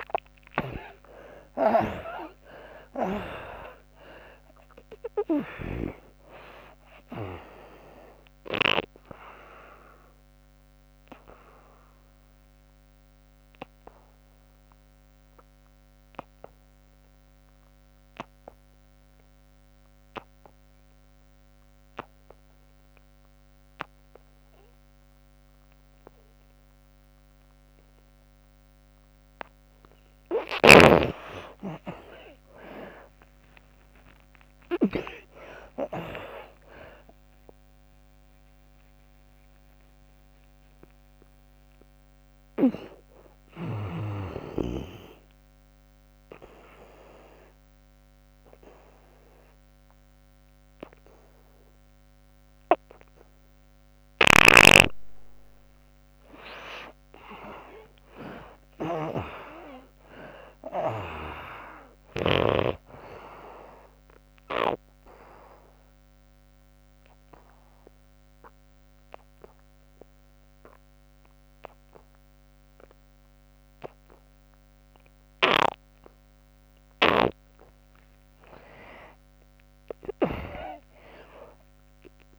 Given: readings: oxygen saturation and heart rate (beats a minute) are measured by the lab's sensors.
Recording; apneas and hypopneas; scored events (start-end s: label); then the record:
breathing in sleep by a microphone on the trachea; 3
0.00-3.00 s: arousal
0.00-5.50 s: snoring (device-marked)
0.00-6.50 s: oxygen desaturation (device-marked, oxygen 88% lowest, heart rate 63 extreme)
8.50-19.50 s: oxygen desaturation (device-marked, oxygen 91% before, 74% lowest, heart rate 77 before, 63 extreme)
9.00-28.50 s: obstructive apnea (oxygen 97% before, 74% lowest, heart rate 77 before, 63 extreme)
26.50-52.50 s: oxygen desaturation (device-marked, oxygen 98% before, 74% lowest, heart rate 87 before, 62 extreme)
32.50-38.50 s: arousal
46.00-57.00 s: obstructive apnea (oxygen 98% before, 74% lowest, heart rate 111 before, 62 extreme, up 34 after)
54.00-62.00 s: snoring (device-marked)
54.50-73.50 s: oxygen desaturation (device-marked, oxygen 98% before, 84% lowest, heart rate 121 before, 62 extreme)
58.50-61.50 s: arousal
64.50-76.50 s: obstructive apnea (oxygen 98% before, 80% lowest, heart rate 94 before, 62 extreme, up 40 after)
79.00-82.39 s: arousal
From the record:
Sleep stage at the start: N2 (light sleep); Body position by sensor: on the back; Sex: female